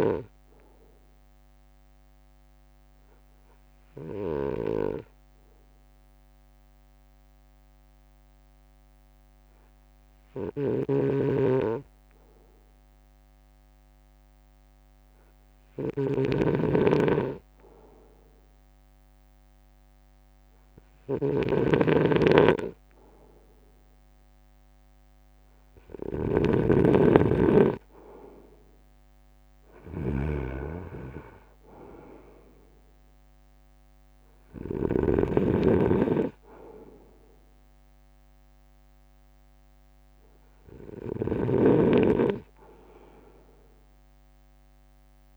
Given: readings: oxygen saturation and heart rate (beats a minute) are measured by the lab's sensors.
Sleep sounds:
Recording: breathing in sleep by a microphone on the trachea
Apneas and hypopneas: 1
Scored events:
0.00-35.00 s: snoring (device-marked)
2.00-16.50 s: obstructive apnea (oxygen 96% before, 94% lowest, heart rate 58 before, 55 extreme, up 3 after)
18.50-21.50 s: arousal
28.50-43.50 s: drop in pulse transit time (device-marked, heart rate 59 before, 55 extreme)
41.50-45.00 s: arousal
From the record:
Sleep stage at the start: N2 (light sleep)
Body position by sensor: on the front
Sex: male

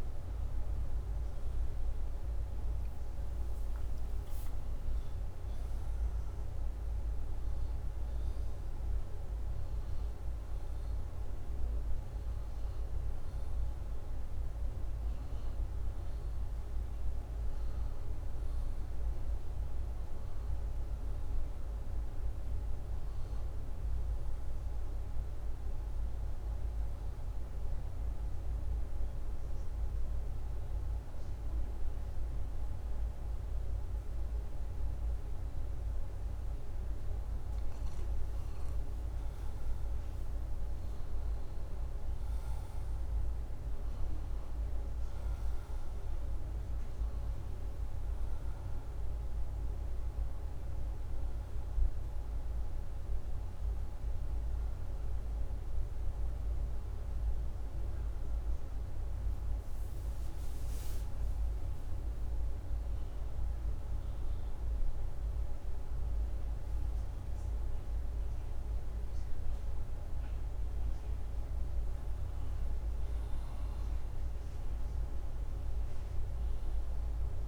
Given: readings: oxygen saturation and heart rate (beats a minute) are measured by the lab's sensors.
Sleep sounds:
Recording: breathing in sleep, hard to hear, by a room microphone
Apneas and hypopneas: 1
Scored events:
12.00-23.00 s: oxygen desaturation (device-marked, oxygen 95% before, 92% lowest, heart rate 165 before, 178 extreme)
27.00-37.50 s: mixed apnea (oxygen 96% before, 91% lowest, heart rate 179 before, 160 extreme, up 21 after)
39.00-43.00 s: arousal
45.00-65.00 s: oxygen desaturation (device-marked, oxygen 97% before, 91% lowest, heart rate 194 before, 158 extreme)
From the record:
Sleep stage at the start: N1 (lightest sleep)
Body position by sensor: upright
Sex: male

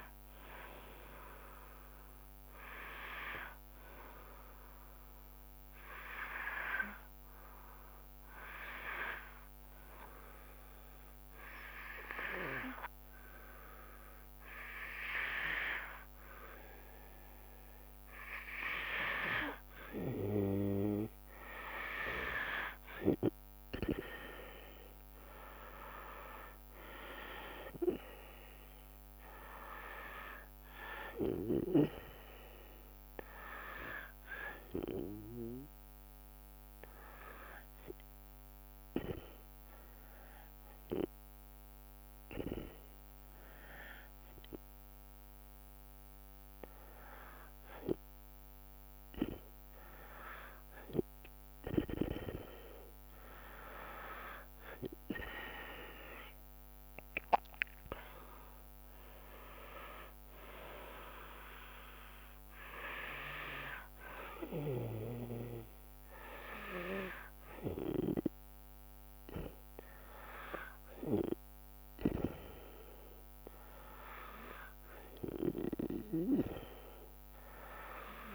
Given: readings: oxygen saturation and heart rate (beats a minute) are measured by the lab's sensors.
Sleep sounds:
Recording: breathing in sleep by a microphone on the trachea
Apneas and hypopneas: 2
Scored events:
0.00-2.50 s: drop in pulse transit time (device-marked, heart rate 72 extreme)
0.00-8.50 s: oxygen desaturation (device-marked, oxygen 91% lowest, heart rate 67 extreme)
8.50-19.50 s: hypopnea (oxygen 97% before, 91% lowest, heart rate 75 before, 65 extreme, up 6 after)
22.50-41.50 s: oxygen desaturation (device-marked, oxygen 97% before, 91% lowest, heart rate 69 before, 65 extreme)
23.00-26.00 s: arousal
24.50-35.50 s: drop in pulse transit time (device-marked, heart rate 70 before, 68 extreme)
39.00-51.50 s: hypopnea (oxygen 97% before, 93% lowest, heart rate 71 before, 65 extreme, up 10 after)
54.50-66.50 s: drop in pulse transit time (device-marked, heart rate 69 before, 69 extreme)
56.50-60.00 s: arousal
57.50-72.50 s: oxygen desaturation (device-marked, oxygen 97% before, 93% lowest, heart rate 70 before, 65 extreme)
65.00-68.50 s: snoring (device-marked)
From the record:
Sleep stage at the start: N2 (light sleep)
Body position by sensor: on the back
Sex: female

